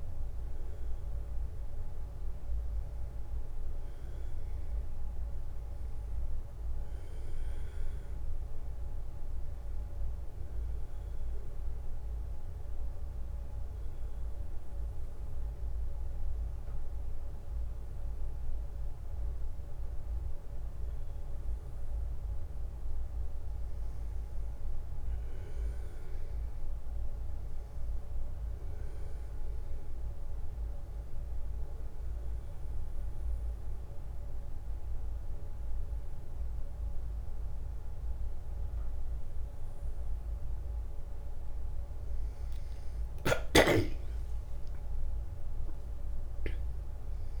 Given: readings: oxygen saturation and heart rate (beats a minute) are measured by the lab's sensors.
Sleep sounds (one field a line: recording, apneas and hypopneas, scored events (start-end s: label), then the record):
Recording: breathing in sleep, hard to hear, by a room microphone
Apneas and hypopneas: 2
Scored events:
6.50-10.00 s: arousal
12.50-24.00 s: obstructive apnea (oxygen 96% before, 94% lowest, heart rate 170 before, 86 extreme)
25.00-28.00 s: arousal
30.50-42.50 s: obstructive apnea (oxygen 96% before, 94% lowest)
44.50-47.40 s: arousal
From the record:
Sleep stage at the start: N1 (lightest sleep)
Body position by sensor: on the back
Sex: male